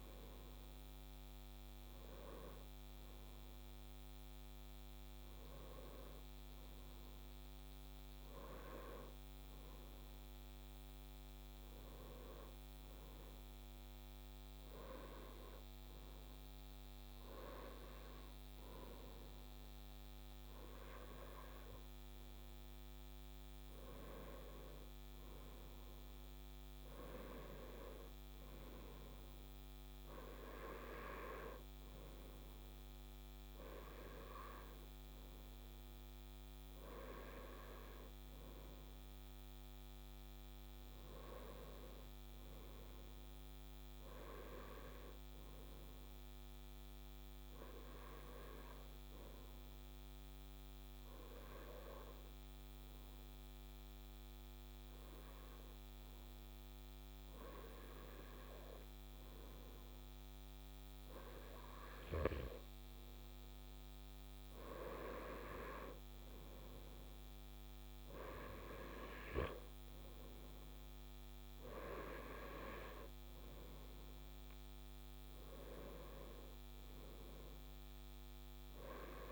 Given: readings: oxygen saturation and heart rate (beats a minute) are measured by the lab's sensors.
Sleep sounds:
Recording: breathing in sleep by a microphone on the trachea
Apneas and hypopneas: none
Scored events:
41.50-45.00 s: arousal
77.00-79.32 s: arousal
From the record:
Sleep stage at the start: N2 (light sleep)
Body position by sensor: on the right side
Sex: male

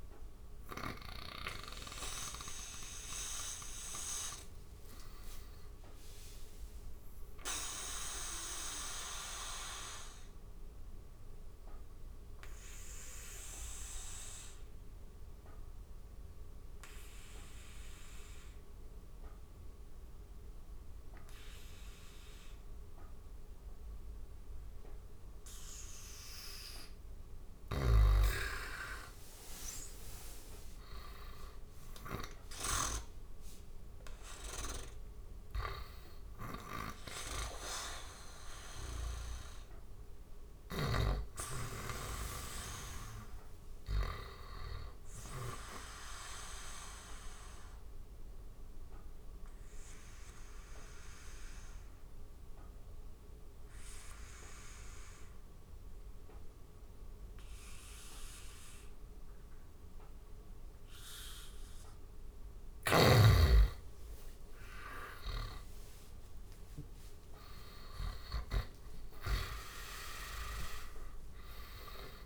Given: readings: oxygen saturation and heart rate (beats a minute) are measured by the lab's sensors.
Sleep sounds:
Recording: breathing in sleep by a room microphone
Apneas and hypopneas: 2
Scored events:
8.00-25.00 s: obstructive apnea (oxygen 97% before, 89% lowest, heart rate 82 before, 75 extreme, up 8 after)
27.00-36.00 s: snoring (device-marked)
28.00-31.50 s: arousal
31.00-56.00 s: oxygen desaturation (device-marked, oxygen 98% before, 89% lowest, heart rate 79 before, 75 extreme)
38.00-45.00 s: snoring (device-marked)
46.50-61.00 s: obstructive apnea (oxygen 98% before, 85% lowest, heart rate 85 before, 75 extreme, up 39 after)
62.00-66.50 s: snoring (device-marked)
64.50-68.50 s: arousal
65.00-67.00 s: long interval between heartbeats (device-marked, heart rate 80 before, 90 extreme)
67.50-69.50 s: long interval between heartbeats (device-marked, heart rate 81 before, 114 extreme)
From the record:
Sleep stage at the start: N2 (light sleep)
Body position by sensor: on the back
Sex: male

